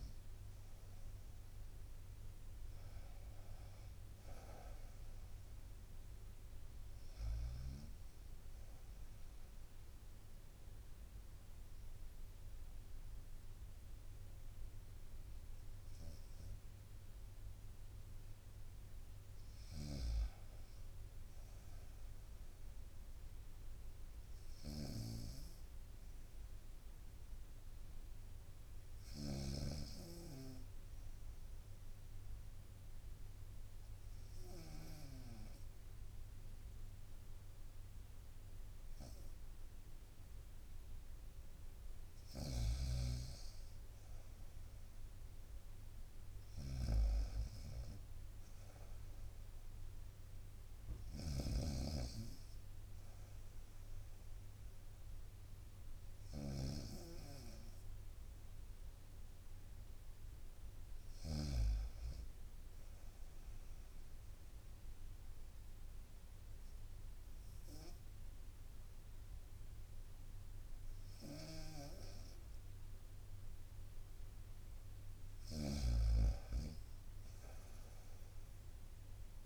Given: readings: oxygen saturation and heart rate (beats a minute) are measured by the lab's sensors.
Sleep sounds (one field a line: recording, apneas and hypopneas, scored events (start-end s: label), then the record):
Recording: breathing in sleep by a room microphone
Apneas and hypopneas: 3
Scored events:
0.00-4.50 s: bradycardia (device-marked, heart rate 53 extreme)
7.50-28.50 s: oxygen desaturation (device-marked, oxygen 95% before, 88% lowest, heart rate 55 before, 63 extreme)
8.00-19.00 s: obstructive apnea (oxygen 96% before, 87% lowest, heart rate 55 before, 63 extreme, up 5 after)
21.50-25.50 s: arousal
29.00-41.00 s: obstructive apnea (oxygen 95% before, 86% lowest, heart rate 64 before, 63 extreme, up 1 after)
43.50-47.00 s: arousal
51.00-61.50 s: snoring (device-marked)
57.50-70.50 s: oxygen desaturation (device-marked, oxygen 92% before, 87% lowest, heart rate 65 before, 66 extreme)
63.00-75.00 s: obstructive apnea (oxygen 94% before, 82% lowest, heart rate 66 before, 66 extreme, up 0 after)
75.00-79.46 s: snoring (device-marked)
From the record:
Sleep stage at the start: N2 (light sleep)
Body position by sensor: on the right side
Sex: female